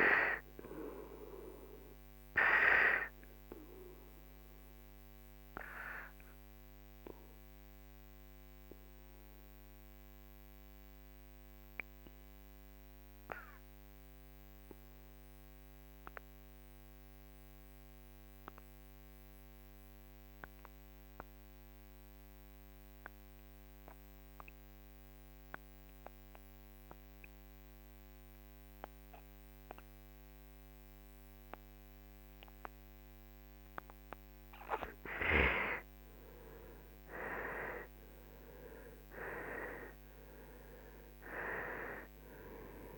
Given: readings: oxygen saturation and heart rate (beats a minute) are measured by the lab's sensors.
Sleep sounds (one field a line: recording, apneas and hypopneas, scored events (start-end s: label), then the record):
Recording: breathing in sleep by a microphone on the trachea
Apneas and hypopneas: 1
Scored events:
0.00-10.00 s: oxygen desaturation (device-marked, oxygen 92% lowest, heart rate 39 extreme)
5.00-34.50 s: obstructive apnea (oxygen 98% before, 91% lowest, heart rate 56 before, 39 extreme, up 10 after)
36.00-40.50 s: arousal
36.00-42.98 s: oxygen desaturation (device-marked, oxygen 98% before, 91% lowest, heart rate 51 before, 39 extreme)
From the record:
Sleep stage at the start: N2 (light sleep)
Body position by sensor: on the right side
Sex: male